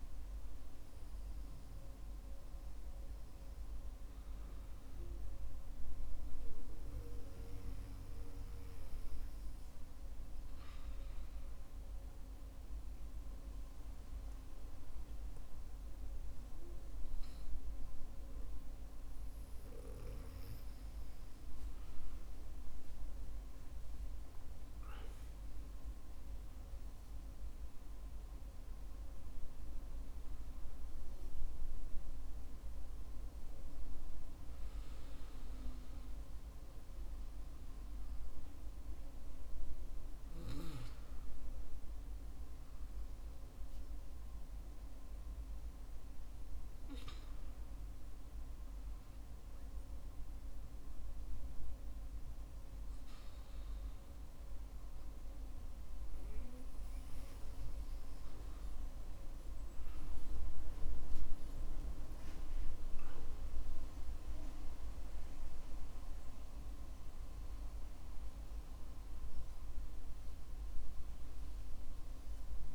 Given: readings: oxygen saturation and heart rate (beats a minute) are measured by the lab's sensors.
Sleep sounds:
breathing in sleep, hard to hear, by a room microphone; 2
0.00-3.00 s: arousal
7.50-20.50 s: hypopnea (oxygen 95% before, 94% lowest, heart rate 56 before, 53 extreme, up 11 after)
23.50-28.00 s: arousal
44.50-58.50 s: hypopnea (oxygen 94% before, 94% lowest, heart rate 59 before, 50 extreme, up 19 after)
From the record:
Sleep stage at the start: N2 (light sleep); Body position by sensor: on the back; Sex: male

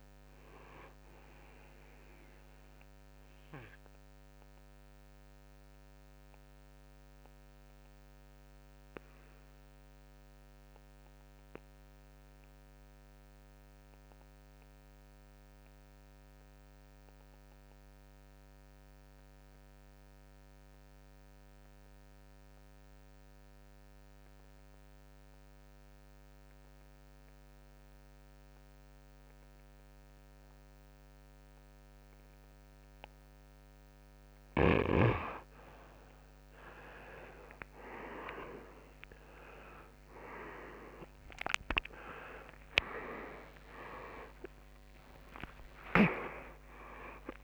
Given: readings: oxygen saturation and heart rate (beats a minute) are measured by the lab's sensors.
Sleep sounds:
breathing in sleep by a microphone on the trachea; 1
1.50-34.00 s: obstructive apnea (oxygen 97% before, 91% lowest, heart rate 67 before, 56 extreme, up 10 after)
4.50-17.50 s: oxygen desaturation (device-marked, oxygen 95% before, 91% lowest, heart rate 66 before, 56 extreme)
37.50-47.43 s: oxygen desaturation (device-marked, oxygen 97% before, 91% lowest, heart rate 60 before, 47 extreme)
From the record:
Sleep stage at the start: N2 (light sleep); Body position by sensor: on the right side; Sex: male

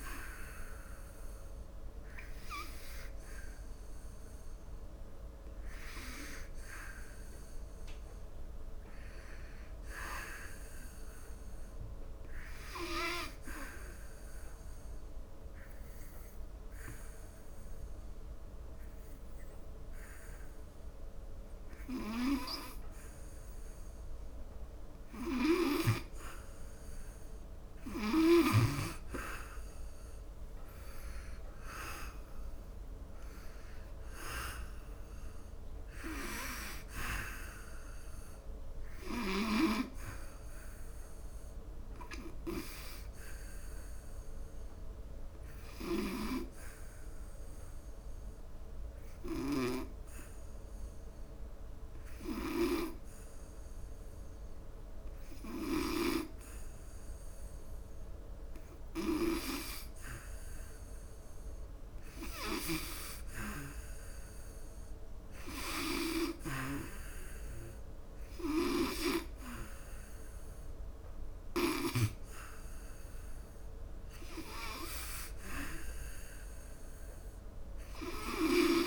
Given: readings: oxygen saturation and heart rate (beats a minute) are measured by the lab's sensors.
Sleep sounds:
breathing in sleep by a room microphone; 2
1.50-11.50 s: oxygen desaturation (device-marked, oxygen 80% before, 72% lowest, heart rate 86 before, 69 extreme)
7.50-11.00 s: arousal
13.50-26.00 s: obstructive apnea (oxygen 99% before, 89% lowest, heart rate 81 before, 69 extreme, up 11 after)
28.00-32.00 s: arousal
32.50-53.50 s: oxygen desaturation (device-marked, oxygen 97% before, 89% lowest, heart rate 74 before, 73 extreme)
44.50-59.00 s: obstructive apnea (oxygen 99% before, 89% lowest, heart rate 77 before, 73 extreme, up 4 after)
61.00-65.00 s: arousal
67.50-78.87 s: oxygen desaturation (device-marked, oxygen 97% before, 89% lowest, heart rate 75 before, 73 extreme)
From the record:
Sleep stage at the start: N2 (light sleep); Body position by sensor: on the back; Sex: male

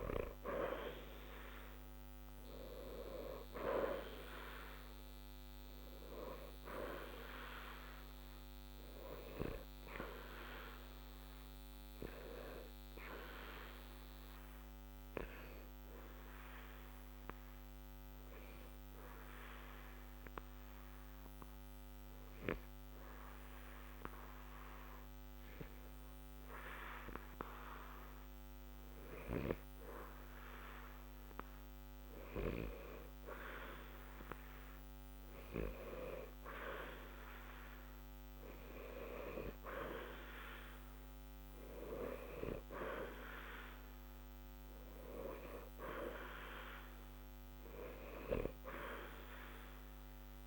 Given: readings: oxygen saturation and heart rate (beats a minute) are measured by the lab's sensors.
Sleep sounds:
breathing in sleep by a microphone on the trachea; 1
10.00-29.50 s: obstructive apnea (oxygen 93% before, 89% lowest, heart rate 60 before, 60 extreme, up 0 after)
32.00-36.00 s: arousal
48.50-50.47 s: oxygen desaturation (device-marked, oxygen 93% before, 89% lowest, heart rate 60 before, 60 extreme)
From the record:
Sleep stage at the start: N2 (light sleep); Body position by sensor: on the back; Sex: male

